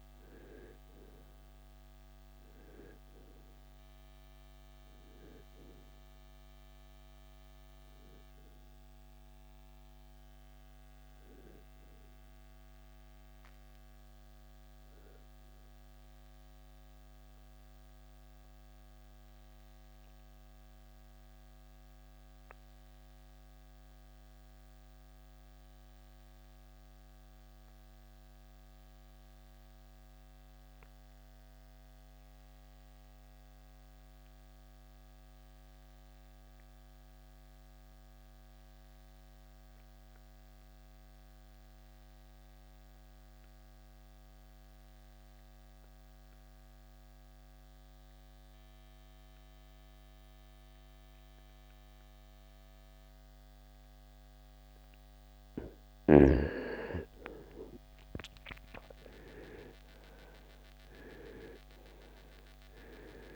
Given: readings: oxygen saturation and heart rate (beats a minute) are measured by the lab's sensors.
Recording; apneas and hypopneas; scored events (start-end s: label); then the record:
breathing in sleep by a microphone on the trachea; 1
0.00-27.00 s: oxygen desaturation (device-marked, oxygen 79% lowest, heart rate 55 extreme)
15.00-55.50 s: mixed apnea (oxygen 93% before, 76% lowest, heart rate 81 before, 47 extreme, up 28 after)
52.00-63.36 s: oxygen desaturation (device-marked, oxygen 97% before, 76% lowest, heart rate 59 before, 49 extreme)
57.00-61.50 s: arousal
From the record:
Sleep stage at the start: N2 (light sleep); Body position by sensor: on the right side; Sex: male